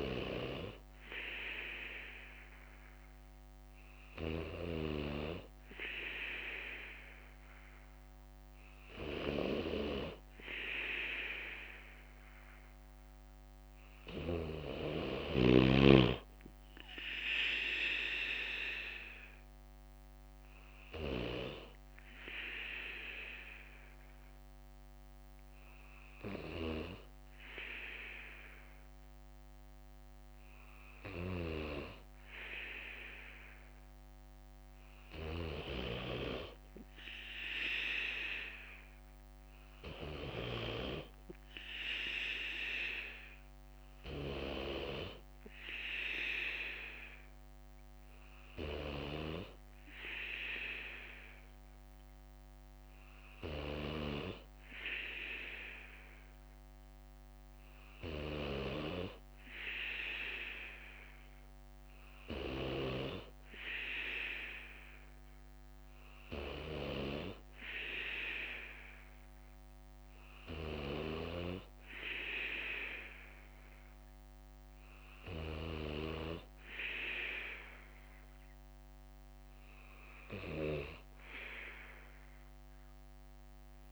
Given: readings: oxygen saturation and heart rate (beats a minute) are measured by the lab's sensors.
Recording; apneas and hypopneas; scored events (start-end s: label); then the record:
breathing in sleep by a microphone on the trachea; none
18.50-32.50 s: drop in pulse transit time (device-marked, heart rate 62 before, 58 extreme)
21.50-28.50 s: bradycardia (device-marked, heart rate 60 before, 58 extreme)
47.50-54.50 s: bradycardia (device-marked, heart rate 60 before, 58 extreme)
71.50-73.50 s: bradycardia (device-marked, heart rate 61 before, 61 extreme)
From the record:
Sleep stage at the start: N3 (deep sleep); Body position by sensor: on the right side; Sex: male